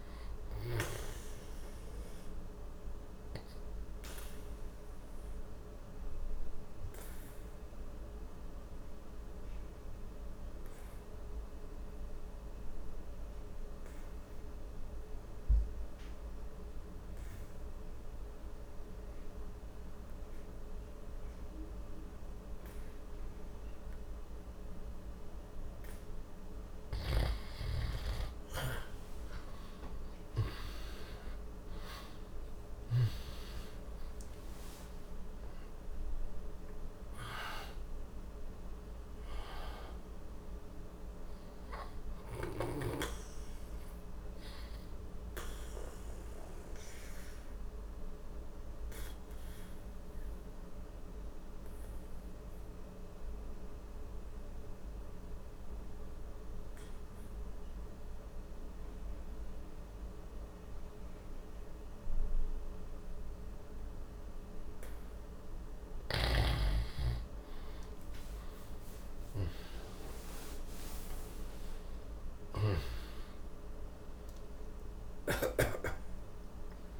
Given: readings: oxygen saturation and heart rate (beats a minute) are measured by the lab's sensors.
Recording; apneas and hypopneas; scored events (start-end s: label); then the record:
breathing in sleep by a room microphone; 2
0.00-15.00 s: oxygen desaturation (device-marked, oxygen 90% lowest, heart rate 60 extreme)
1.00-25.50 s: obstructive apnea (oxygen 98% before, 85% lowest, heart rate 61 before, 60 extreme, up 1 after)
26.50-33.00 s: snoring (device-marked)
28.50-34.50 s: arousal
29.00-57.00 s: oxygen desaturation (device-marked, oxygen 97% before, 85% lowest, heart rate 60 before, 60 extreme)
45.50-67.50 s: mixed apnea (oxygen 97% before, 85% lowest, heart rate 63 before, 60 extreme, up 12 after)
69.00-74.00 s: arousal
70.00-77.00 s: oxygen desaturation (device-marked, oxygen 98% before, 87% lowest, heart rate 63 before, 59 extreme)
From the record:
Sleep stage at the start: N2 (light sleep); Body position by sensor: on the back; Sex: male